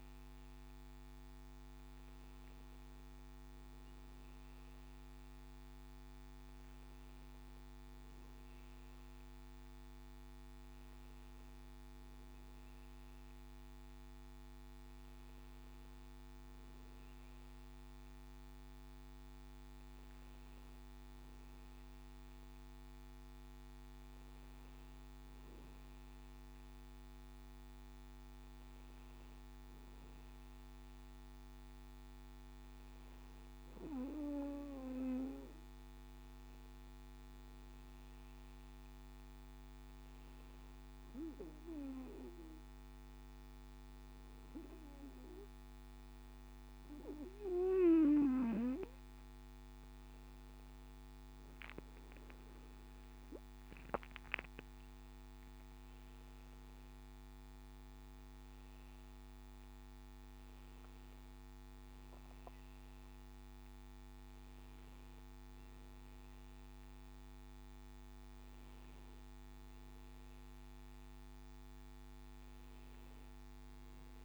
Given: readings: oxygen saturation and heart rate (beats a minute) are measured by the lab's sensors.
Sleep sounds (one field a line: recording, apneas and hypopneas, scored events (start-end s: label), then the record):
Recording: breathing in sleep by a microphone on the trachea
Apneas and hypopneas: none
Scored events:
none scored
From the record:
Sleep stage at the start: N2 (light sleep)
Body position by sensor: on the back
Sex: male